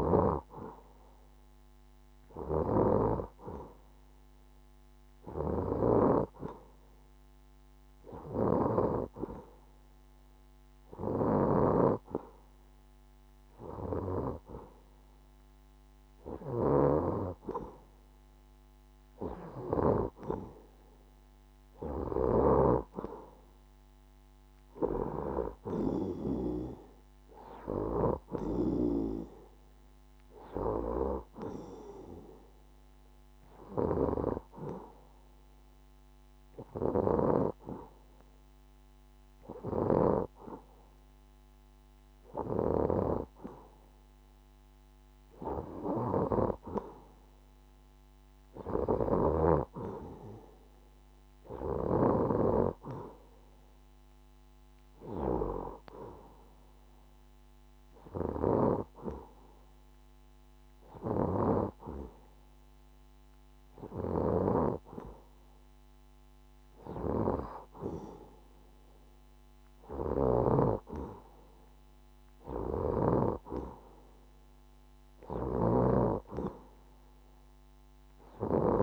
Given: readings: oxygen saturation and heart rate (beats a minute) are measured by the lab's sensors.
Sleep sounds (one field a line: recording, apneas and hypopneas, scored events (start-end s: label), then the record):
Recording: breathing in sleep by a microphone on the trachea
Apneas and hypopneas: none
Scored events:
none scored
From the record:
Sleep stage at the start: N2 (light sleep)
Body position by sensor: on the left side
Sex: female